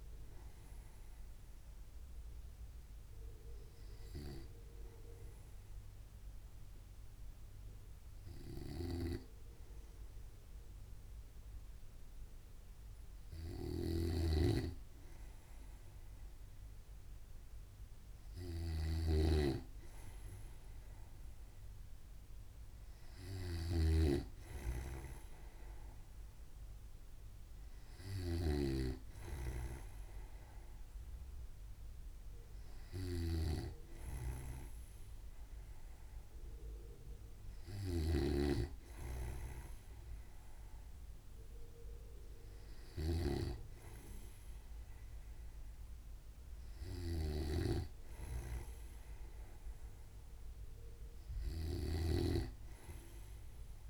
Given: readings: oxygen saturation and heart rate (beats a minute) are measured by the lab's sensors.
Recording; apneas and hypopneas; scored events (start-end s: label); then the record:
breathing in sleep by a room microphone; 1
2.00-15.00 s: hypopnea (oxygen 97% before, 95% lowest, heart rate 64 before, 62 extreme, up 1 after)
14.00-53.90 s: snoring (device-marked)
16.50-19.50 s: arousal
From the record:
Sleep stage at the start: N2 (light sleep); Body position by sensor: on the right side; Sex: male